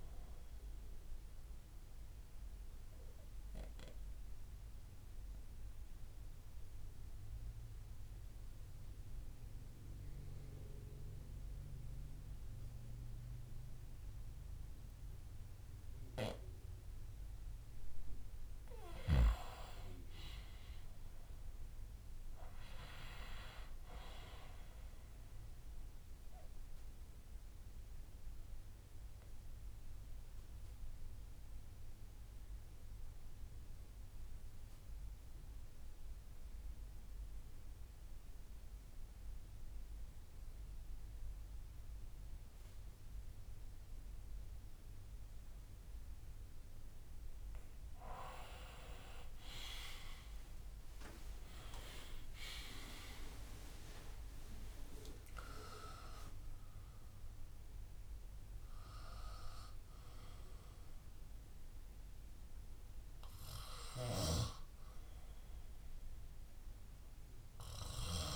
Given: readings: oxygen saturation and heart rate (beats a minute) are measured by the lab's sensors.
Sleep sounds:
breathing in sleep by a room microphone; 2
0.00-4.50 s: drop in pulse transit time (device-marked, heart rate 65 extreme)
0.00-5.50 s: oxygen desaturation (device-marked, oxygen 91% lowest, heart rate 55 extreme)
2.00-18.00 s: obstructive apnea (oxygen 95% before, 91% lowest, heart rate 70 before, 55 extreme, up 10 after)
2.50-13.50 s: bradycardia (device-marked, heart rate 70 before, 55 extreme)
21.50-24.50 s: arousal
25.50-41.50 s: oxygen desaturation (device-marked, oxygen 98% before, 93% lowest, heart rate 60 before, 56 extreme)
26.50-45.50 s: bradycardia (device-marked, heart rate 70 before, 56 extreme)
27.00-46.00 s: obstructive apnea (oxygen 98% before, 91% lowest, heart rate 60 before, 53 extreme, up 29 after)
49.50-55.00 s: arousal
49.50-63.50 s: drop in pulse transit time (device-marked, heart rate 58 before, 61 extreme)
51.50-68.35 s: oxygen desaturation (device-marked, oxygen 97% before, 91% lowest, heart rate 58 before, 53 extreme)
52.50-54.50 s: long interval between heartbeats (device-marked, heart rate 58 before, 77 extreme)
52.50-57.50 s: tachycardia (device-marked, heart rate 70 before, 116 extreme)
55.00-57.00 s: long interval between heartbeats (device-marked, heart rate 61 before, 100 extreme)
61.50-68.35 s: bradycardia (device-marked, heart rate 70 before, 53 extreme)
From the record:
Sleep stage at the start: N2 (light sleep); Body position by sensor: on the back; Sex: male

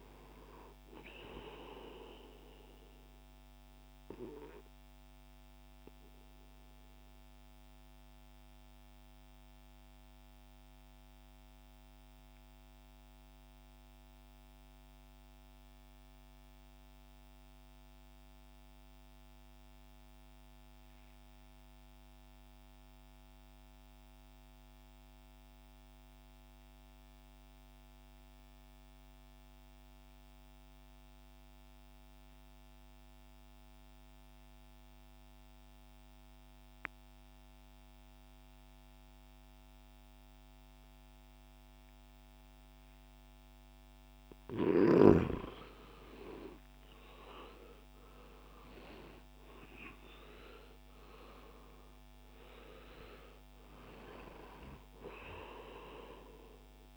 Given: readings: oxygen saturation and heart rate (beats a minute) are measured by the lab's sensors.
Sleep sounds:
breathing in sleep by a microphone on the trachea; 1
0.00-14.50 s: oxygen desaturation (device-marked, oxygen 92% lowest, heart rate 56 extreme)
4.00-44.50 s: obstructive apnea (oxygen 98% before, 85% lowest, heart rate 77 before, 56 extreme, up 6 after)
29.50-56.97 s: oxygen desaturation (device-marked, oxygen 98% before, 85% lowest, heart rate 60 before, 58 extreme)
45.50-49.50 s: arousal
From the record:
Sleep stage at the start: N2 (light sleep); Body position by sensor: on the back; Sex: male

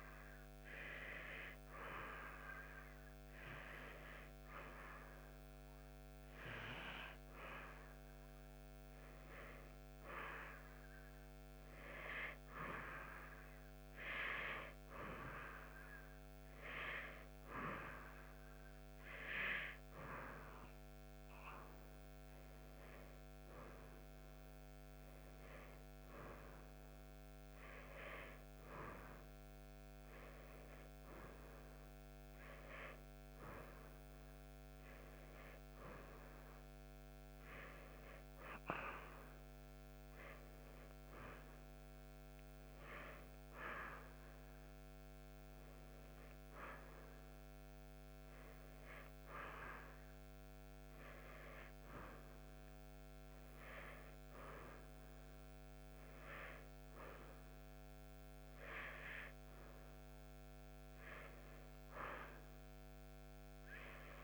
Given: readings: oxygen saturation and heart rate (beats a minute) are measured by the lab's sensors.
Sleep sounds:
breathing in sleep by a microphone on the trachea; none
none scored
From the record:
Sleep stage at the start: N2 (light sleep); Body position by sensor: on the right side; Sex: female

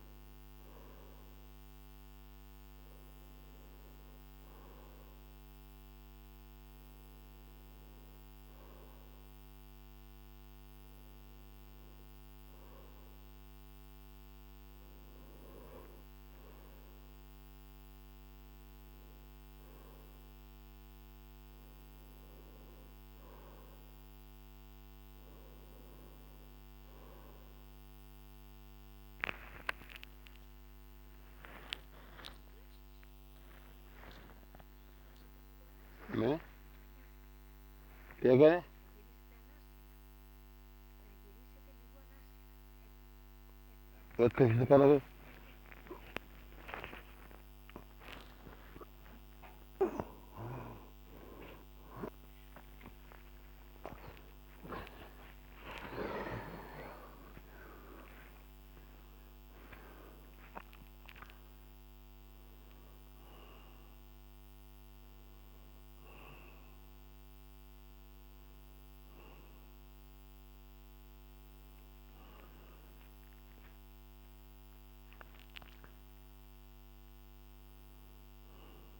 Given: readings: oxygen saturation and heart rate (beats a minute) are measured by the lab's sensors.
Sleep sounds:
a person awake in a sleep study, by a microphone on the trachea; none
38.00-79.00 s: new sleep stage, awake
From the record:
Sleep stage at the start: N2 (light sleep); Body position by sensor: on the right side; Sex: male

